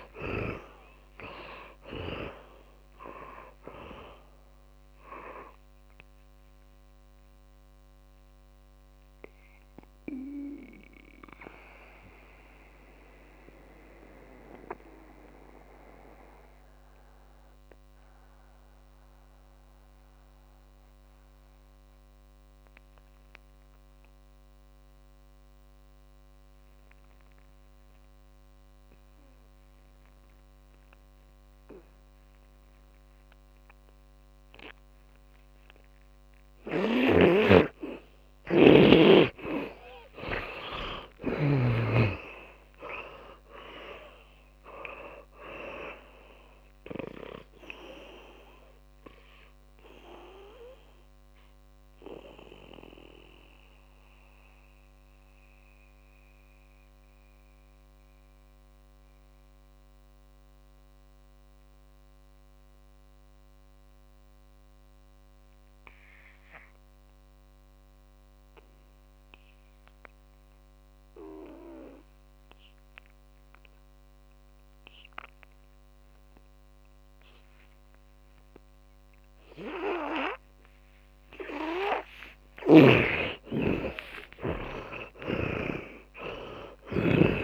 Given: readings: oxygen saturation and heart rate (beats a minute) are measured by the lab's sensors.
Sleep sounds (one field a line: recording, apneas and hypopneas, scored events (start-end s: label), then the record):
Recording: breathing in sleep by a microphone on the trachea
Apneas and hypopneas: 2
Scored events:
0.00-28.00 s: oxygen desaturation (device-marked, oxygen 76% lowest, heart rate 49 extreme)
8.00-38.50 s: mixed apnea (oxygen 100% before, 76% lowest, heart rate 66 before, 49 extreme, up 28 after)
37.00-41.50 s: snoring (device-marked)
38.00-71.00 s: oxygen desaturation (device-marked, oxygen 100% before, 77% lowest, heart rate 56 before, 47 extreme)
40.00-43.50 s: arousal
48.50-81.00 s: mixed apnea (oxygen 100% before, 77% lowest, heart rate 58 before, 47 extreme, up 21 after)
77.00-87.43 s: oxygen desaturation (device-marked, oxygen 100% before, 78% lowest, heart rate 56 before, 52 extreme)
79.50-83.00 s: snoring (device-marked)
82.50-86.50 s: arousal
From the record:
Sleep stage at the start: N2 (light sleep)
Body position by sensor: on the back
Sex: male